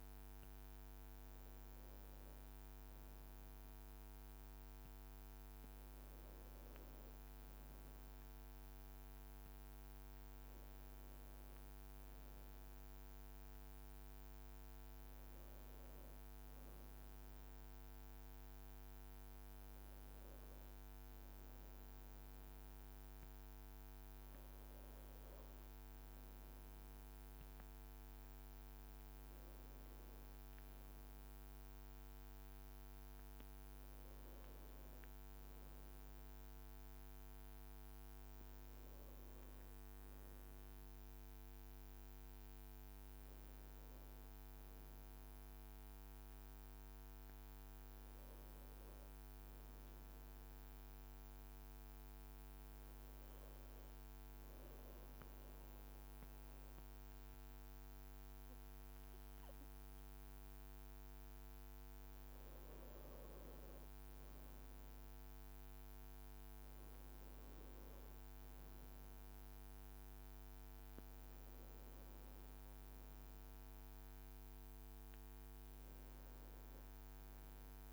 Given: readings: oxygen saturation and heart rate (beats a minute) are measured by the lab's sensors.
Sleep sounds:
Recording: breathing in sleep, hard to hear, by a microphone on the trachea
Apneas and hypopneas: 1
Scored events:
0.00-2.50 s: leg movement (device-marked)
3.50-10.00 s: leg movement (device-marked)
13.00-23.00 s: leg movement (device-marked)
26.50-33.00 s: leg movement (device-marked)
48.50-61.50 s: obstructive apnea (oxygen 95% before, 92% lowest, heart rate 60 before, 57 extreme, up 2 after)
53.00-62.00 s: leg movement (device-marked)
65.00-68.50 s: arousal
From the record:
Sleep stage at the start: N2 (light sleep)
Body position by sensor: on the back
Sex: male

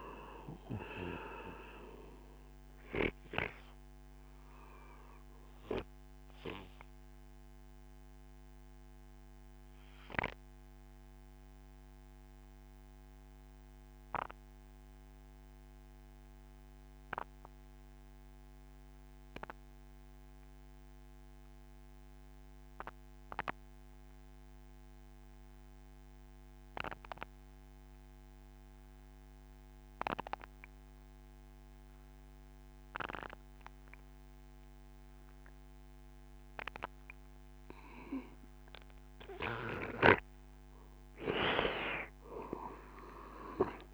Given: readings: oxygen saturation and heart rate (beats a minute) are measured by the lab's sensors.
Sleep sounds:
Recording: breathing in sleep by a microphone on the trachea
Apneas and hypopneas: 1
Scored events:
0.00-12.00 s: oxygen desaturation (device-marked, oxygen 93% lowest, heart rate 48 extreme)
3.50-35.50 s: obstructive apnea (oxygen 97% before, 92% lowest, heart rate 68 before, 35 extreme, up 12 after)
39.00-43.94 s: oxygen desaturation (device-marked, oxygen 97% before, 93% lowest, heart rate 64 before, 35 extreme)
40.00-43.50 s: arousal
From the record:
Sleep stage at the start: N2 (light sleep)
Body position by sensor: on the right side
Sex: male

